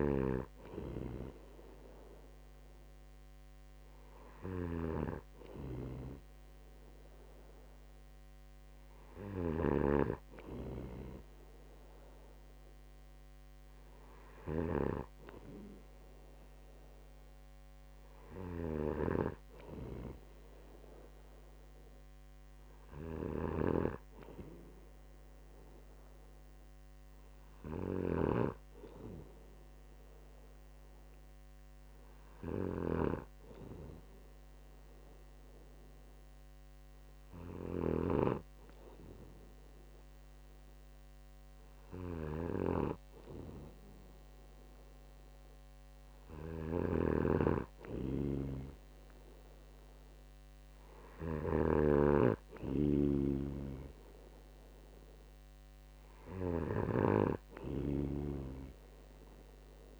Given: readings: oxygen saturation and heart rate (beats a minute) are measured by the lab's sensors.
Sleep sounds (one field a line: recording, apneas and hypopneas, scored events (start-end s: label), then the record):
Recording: breathing in sleep by a microphone on the trachea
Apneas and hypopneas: none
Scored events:
0.00-52.00 s: snoring (device-marked)
54.00-60.00 s: snoring (device-marked)
From the record:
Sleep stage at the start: N2 (light sleep)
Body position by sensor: on the right side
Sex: male